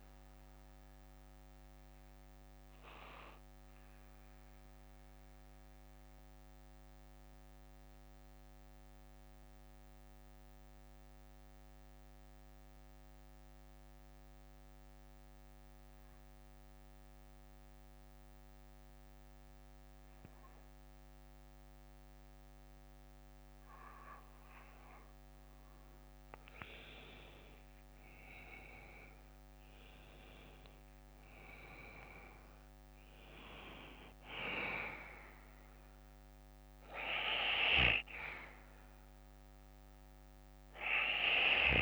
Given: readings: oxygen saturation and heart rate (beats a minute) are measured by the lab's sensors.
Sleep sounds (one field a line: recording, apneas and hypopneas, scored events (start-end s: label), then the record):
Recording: breathing in sleep by a microphone on the trachea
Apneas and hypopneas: 1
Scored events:
0.00-25.50 s: bradycardia (device-marked, heart rate 49 extreme)
1.50-24.50 s: central apnea (oxygen 98% before, 90% lowest, heart rate 63 before, 49 extreme, up 15 after)
27.50-31.00 s: arousal
30.50-41.82 s: oxygen desaturation (device-marked, oxygen 98% before, 94% lowest, heart rate 56 before, 51 extreme)
33.50-35.50 s: bradycardia (device-marked, heart rate 59 before, 63 extreme)
37.50-39.50 s: bradycardia (device-marked, heart rate 59 before, 59 extreme)
40.50-41.82 s: bradycardia (device-marked, heart rate 59 before, 47 extreme)
From the record:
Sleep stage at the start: N2 (light sleep)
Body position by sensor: on the back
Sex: male